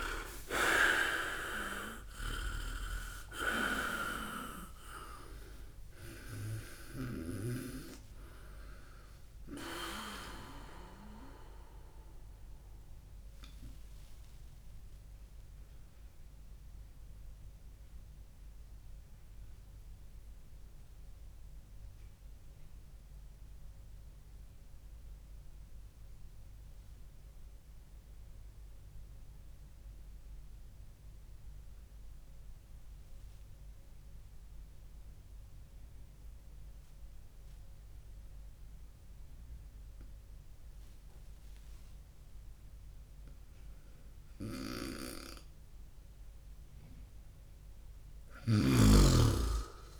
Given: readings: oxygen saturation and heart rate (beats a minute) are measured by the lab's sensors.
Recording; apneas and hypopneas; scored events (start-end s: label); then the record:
breathing in sleep by a room microphone; 1
0.00-7.00 s: snoring (device-marked)
13.00-44.50 s: obstructive apnea (oxygen 99% before, 92% lowest, heart rate 75 before, 61 extreme, up 1 after)
26.00-36.00 s: oxygen desaturation (device-marked, oxygen 97% before, 92% lowest, heart rate 70 before, 69 extreme)
47.00-50.00 s: arousal
48.50-50.00 s: snoring (device-marked)
From the record:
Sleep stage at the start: N2 (light sleep); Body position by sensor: on the right side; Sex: male